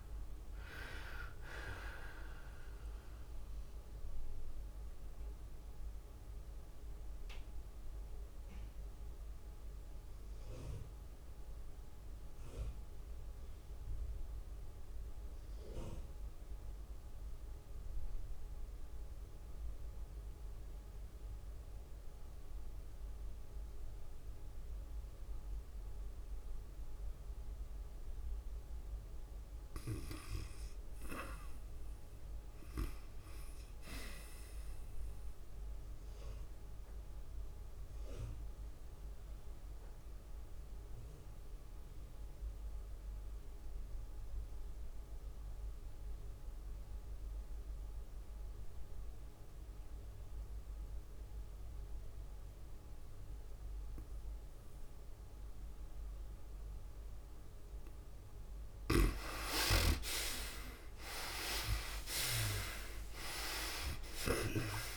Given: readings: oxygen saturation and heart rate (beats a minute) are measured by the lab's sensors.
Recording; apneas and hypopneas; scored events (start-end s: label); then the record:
breathing in sleep by a room microphone; 2
0.00-11.50 s: oxygen desaturation (device-marked, oxygen 55% lowest, heart rate 62 extreme)
0.00-12.50 s: drop in pulse transit time (device-marked, heart rate 90 extreme)
0.00-23.50 s: tachycardia (device-marked, heart rate 118 extreme)
4.00-29.00 s: mixed apnea (oxygen 70% before, 53% lowest, heart rate 82 before, 91 extreme)
16.50-48.50 s: oxygen desaturation (device-marked, oxygen 98% before, 63% lowest, heart rate 111 before, 91 extreme)
31.50-35.50 s: arousal
37.50-48.50 s: tachycardia (device-marked, heart rate 97 before, 106 extreme)
38.50-49.50 s: drop in pulse transit time (device-marked, heart rate 98 before, 98 extreme)
38.50-58.50 s: obstructive apnea (oxygen 98% before, 53% lowest, heart rate 98 before, 96 extreme, up 15 after)
50.50-64.97 s: oxygen desaturation (device-marked, oxygen 79% before, 53% lowest, heart rate 99 before, 96 extreme)
58.50-64.97 s: tachycardia (device-marked, heart rate 98 before, 118 extreme)
61.50-64.97 s: arousal
62.50-64.97 s: drop in pulse transit time (device-marked, heart rate 101 before, 102 extreme)
From the record:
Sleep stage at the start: REM sleep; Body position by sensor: on the back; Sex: female